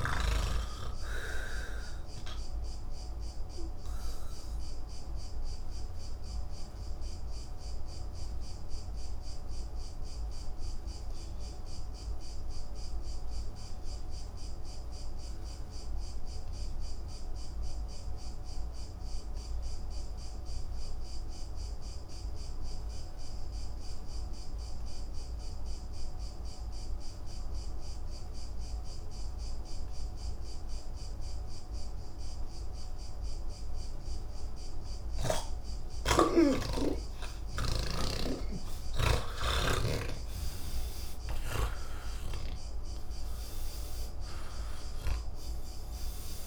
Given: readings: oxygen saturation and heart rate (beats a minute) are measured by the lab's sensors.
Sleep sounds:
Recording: breathing in sleep by a room microphone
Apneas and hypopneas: 1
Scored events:
0.00-17.00 s: oxygen desaturation (device-marked, oxygen 80% lowest)
2.00-35.00 s: obstructive apnea (oxygen 99% before, 78% lowest)
28.00-46.47 s: oxygen desaturation (device-marked, oxygen 98% before, 78% lowest)
36.00-39.50 s: snoring (device-marked)
41.50-46.47 s: snoring (device-marked)
From the record:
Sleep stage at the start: N3 (deep sleep)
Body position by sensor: on the back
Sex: male

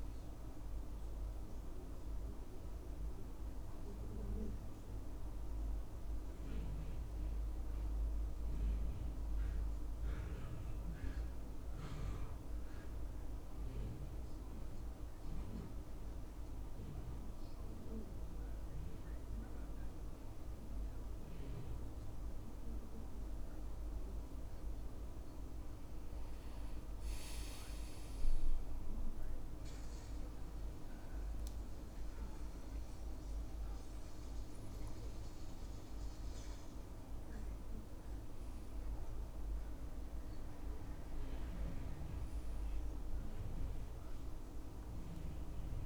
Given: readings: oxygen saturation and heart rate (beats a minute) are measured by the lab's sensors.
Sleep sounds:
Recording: breathing in sleep, hard to hear, by a room microphone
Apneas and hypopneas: 1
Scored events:
1.00-11.50 s: hypopnea (oxygen 97% before, 94% lowest, heart rate 70 before, 68 extreme, up 2 after)
14.00-18.50 s: arousal
From the record:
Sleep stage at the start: N2 (light sleep)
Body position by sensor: on the back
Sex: male

